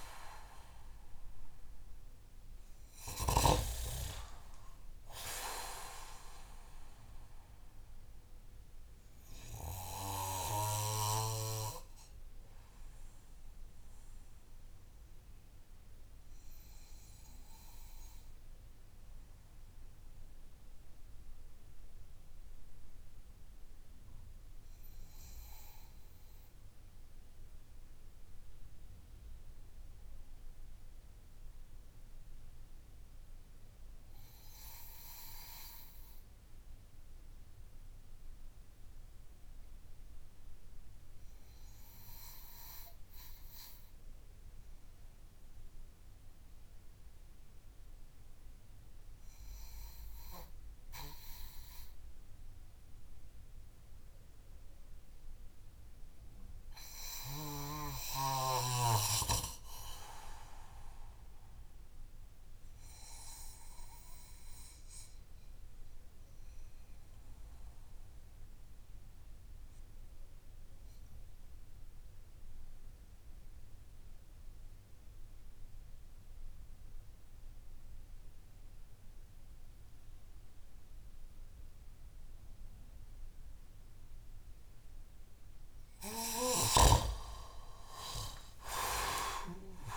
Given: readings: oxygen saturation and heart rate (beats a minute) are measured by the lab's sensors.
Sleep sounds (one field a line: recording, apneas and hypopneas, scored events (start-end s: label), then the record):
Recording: breathing in sleep by a room microphone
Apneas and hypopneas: 1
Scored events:
0.00-3.00 s: snoring (device-marked)
0.00-3.50 s: arousal
0.00-12.50 s: oxygen desaturation (device-marked, oxygen 94% lowest)
9.50-83.50 s: obstructive apnea (oxygen 98% before, 89% lowest)
20.50-32.50 s: oxygen desaturation (device-marked, oxygen 94% before, 91% lowest)
51.50-63.50 s: oxygen desaturation (device-marked, oxygen 97% before, 94% lowest)
86.00-89.97 s: snoring (device-marked)
87.00-89.97 s: arousal
From the record:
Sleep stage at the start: N2 (light sleep)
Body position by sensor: on the back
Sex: male